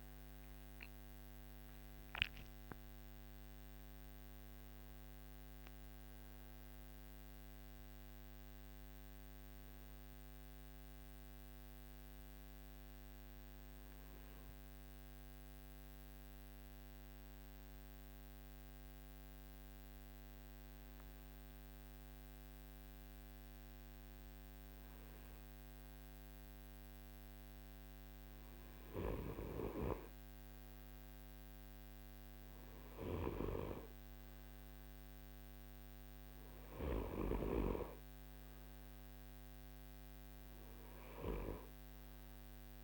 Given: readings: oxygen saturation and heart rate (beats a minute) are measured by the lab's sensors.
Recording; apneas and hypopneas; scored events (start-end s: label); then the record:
breathing in sleep by a microphone on the trachea; none
none scored
From the record:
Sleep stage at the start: N2 (light sleep); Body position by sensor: on the right side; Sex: male